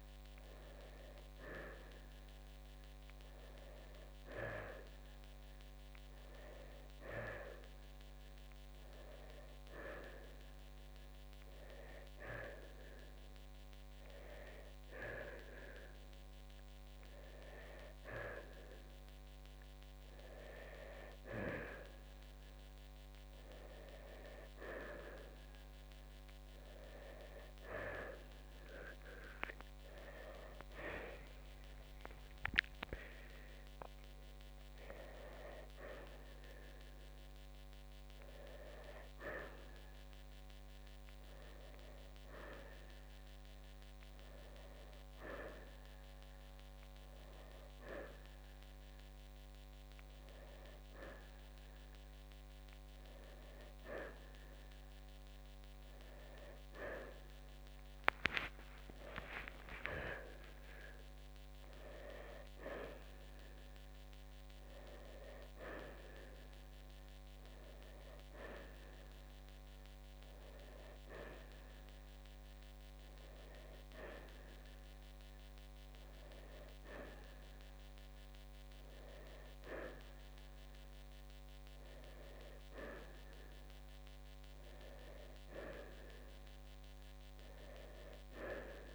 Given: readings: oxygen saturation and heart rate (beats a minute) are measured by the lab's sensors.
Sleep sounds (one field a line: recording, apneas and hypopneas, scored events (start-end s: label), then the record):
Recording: breathing in sleep by a microphone on the trachea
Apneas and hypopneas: none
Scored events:
29.00-33.00 s: arousal
37.00-50.00 s: oxygen desaturation (device-marked, oxygen 90% before, 87% lowest, heart rate 63 before, 59 extreme)
59.00-63.50 s: arousal
From the record:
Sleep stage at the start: N1 (lightest sleep)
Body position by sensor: on the right side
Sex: male